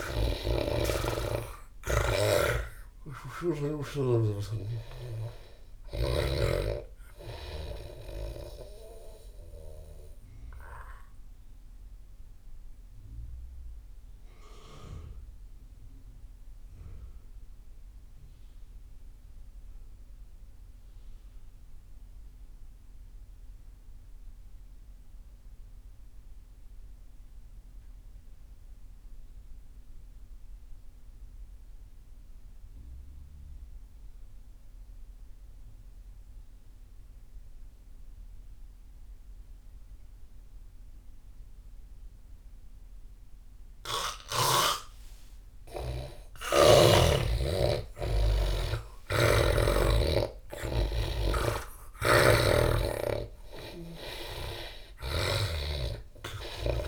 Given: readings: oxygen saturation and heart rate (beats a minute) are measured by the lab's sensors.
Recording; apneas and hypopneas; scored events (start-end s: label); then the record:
breathing in sleep by a room microphone; 1
0.00-16.50 s: oxygen desaturation (device-marked, oxygen 84% lowest)
9.50-45.00 s: obstructive apnea (oxygen 98% before, 80% lowest)
32.50-56.88 s: oxygen desaturation (device-marked, oxygen 99% before, 80% lowest)
46.00-51.00 s: arousal
From the record:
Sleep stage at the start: N2 (light sleep); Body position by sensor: on the back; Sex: male